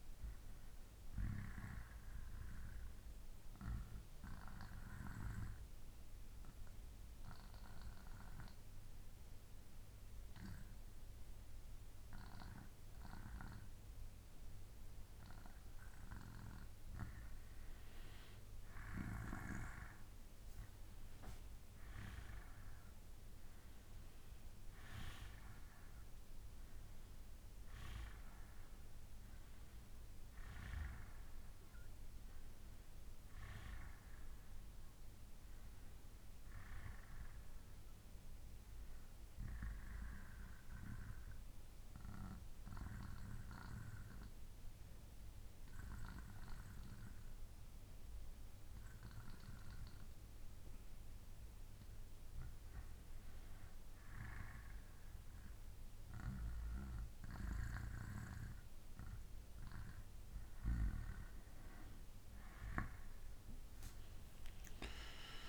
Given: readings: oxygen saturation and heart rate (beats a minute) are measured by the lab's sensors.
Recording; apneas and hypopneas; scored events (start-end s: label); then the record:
breathing in sleep by a room microphone; 2
0.00-8.50 s: oxygen desaturation (device-marked, oxygen 91% lowest, heart rate 61 extreme)
1.00-15.50 s: obstructive apnea (oxygen 95% before, 90% lowest, heart rate 69 before, 61 extreme, up 9 after)
18.00-22.00 s: arousal
19.50-35.50 s: oxygen desaturation (device-marked, oxygen 95% before, 90% lowest, heart rate 66 before, 64 extreme)
40.50-50.50 s: obstructive apnea (oxygen 95% before, 90% lowest, heart rate 68 before, 65 extreme, up 5 after)
52.50-55.50 s: arousal
58.50-65.49 s: oxygen desaturation (device-marked, oxygen 94% before, 91% lowest, heart rate 66 before, 57 extreme)
From the record:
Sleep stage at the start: N2 (light sleep); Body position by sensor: on the back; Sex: male